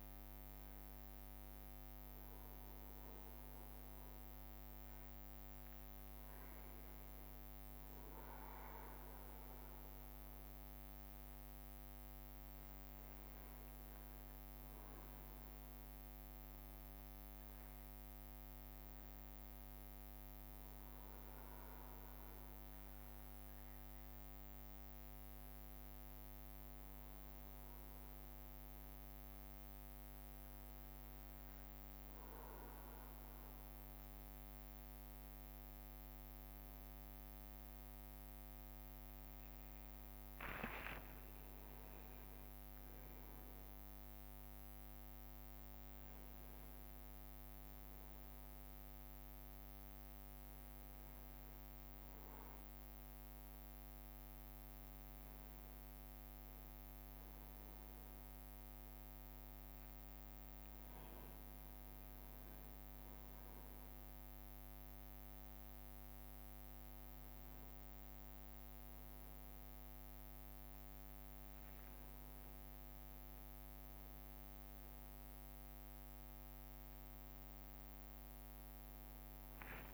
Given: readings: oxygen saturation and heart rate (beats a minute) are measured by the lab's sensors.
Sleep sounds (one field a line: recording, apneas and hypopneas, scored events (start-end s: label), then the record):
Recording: breathing in sleep, hard to hear, by a microphone on the trachea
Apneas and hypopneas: none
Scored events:
0.00-1.50 s: leg movement (device-marked)
0.00-14.50 s: bradycardia (device-marked)
2.50-4.50 s: long interval between heartbeats (device-marked)
2.50-11.50 s: leg movement (device-marked)
4.50-7.50 s: drop in pulse transit time (device-marked)
13.00-15.00 s: long interval between heartbeats (device-marked)
13.00-20.00 s: leg movement (device-marked)
15.00-17.00 s: long interval between heartbeats (device-marked)
15.50-24.50 s: tachycardia (device-marked, heart rate 65 before, 140 extreme)
19.50-21.50 s: long interval between heartbeats (device-marked)
20.50-28.50 s: drop in pulse transit time (device-marked, heart rate 32 before, 68 extreme)
21.00-28.50 s: leg movement (device-marked)
23.00-25.00 s: long interval between heartbeats (device-marked, heart rate 43 before, 128 extreme)
30.00-39.50 s: leg movement (device-marked)
30.50-34.50 s: tachycardia (device-marked, heart rate 66 before, 113 extreme)
31.50-33.50 s: long interval between heartbeats (device-marked, heart rate 83 before, 80 extreme)
34.00-36.00 s: long interval between heartbeats (device-marked, heart rate 90 before, 113 extreme)
38.50-40.50 s: long interval between heartbeats (device-marked, heart rate 108 before, 93 extreme)
40.00-45.00 s: arousal
41.00-42.50 s: leg movement (device-marked)
41.00-43.00 s: long interval between heartbeats (device-marked, heart rate 106 before, 100 extreme)
41.50-44.50 s: drop in pulse transit time (device-marked, heart rate 105 before, 100 extreme)
42.50-49.00 s: leg movement (device-marked)
44.50-79.94 s: bradycardia (device-marked)
49.00-51.00 s: long interval between heartbeats (device-marked)
49.00-58.00 s: leg movement (device-marked)
58.50-60.50 s: long interval between heartbeats (device-marked)
59.00-68.50 s: leg movement (device-marked)
70.00-72.00 s: long interval between heartbeats (device-marked)
73.50-79.94 s: leg movement (device-marked)
From the record:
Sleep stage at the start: N1 (lightest sleep)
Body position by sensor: on the back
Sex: male